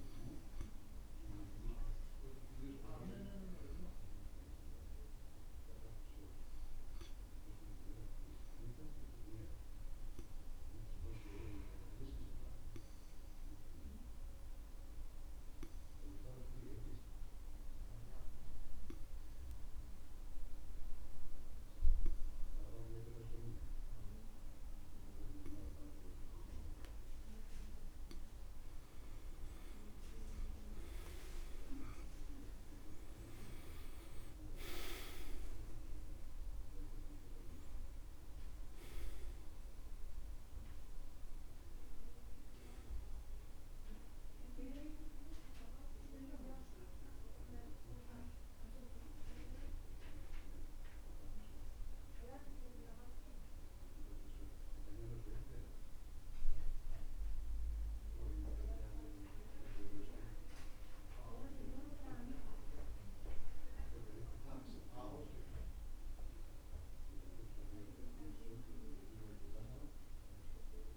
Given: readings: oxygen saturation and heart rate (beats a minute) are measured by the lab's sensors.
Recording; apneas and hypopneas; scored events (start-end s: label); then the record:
a person partly awake in a sleep study, by a room microphone; 1
0.00-1.00 s: oxygen desaturation (device-marked, oxygen 95% lowest, heart rate 67 extreme)
7.00-28.00 s: obstructive apnea (oxygen 97% before, 86% lowest, heart rate 68 before, 67 extreme, up 12 after)
43.00-66.00 s: oxygen desaturation (device-marked, oxygen 92% before, 86% lowest, heart rate 73 before, 66 extreme)
45.00-70.97 s: new sleep stage, awake
From the record:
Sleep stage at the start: N2 (light sleep); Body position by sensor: on the back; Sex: male